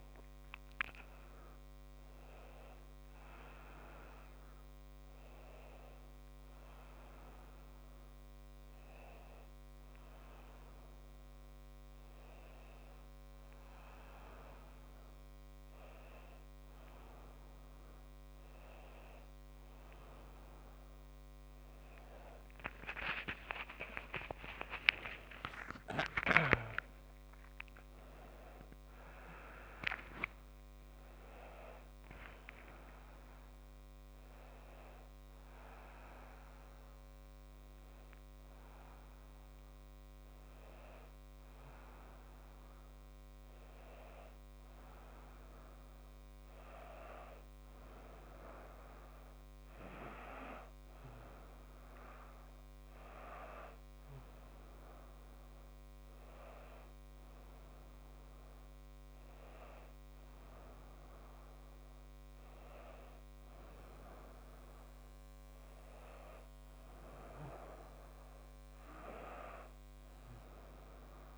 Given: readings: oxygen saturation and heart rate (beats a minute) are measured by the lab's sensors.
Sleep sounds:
a person awake in a sleep study, by a microphone on the trachea; none
37.00-71.38 s: new sleep stage, N2 (light sleep)
From the record:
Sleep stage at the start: awake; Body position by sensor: on the back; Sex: female

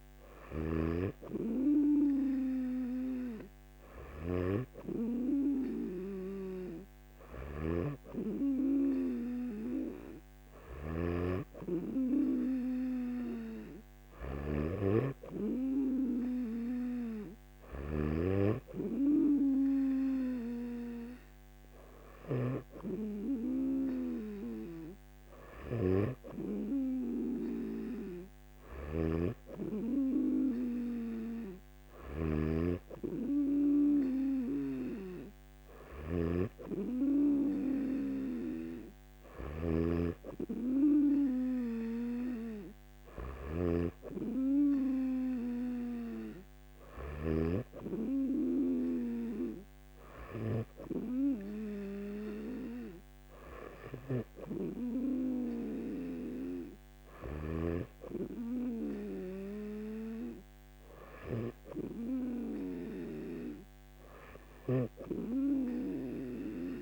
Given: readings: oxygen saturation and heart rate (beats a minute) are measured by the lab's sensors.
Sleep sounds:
breathing in sleep by a microphone on the trachea; none
10.50-18.00 s: snoring (device-marked)
28.50-32.50 s: snoring (device-marked)
39.00-47.50 s: snoring (device-marked)
From the record:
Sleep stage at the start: N2 (light sleep); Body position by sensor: on the back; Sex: male

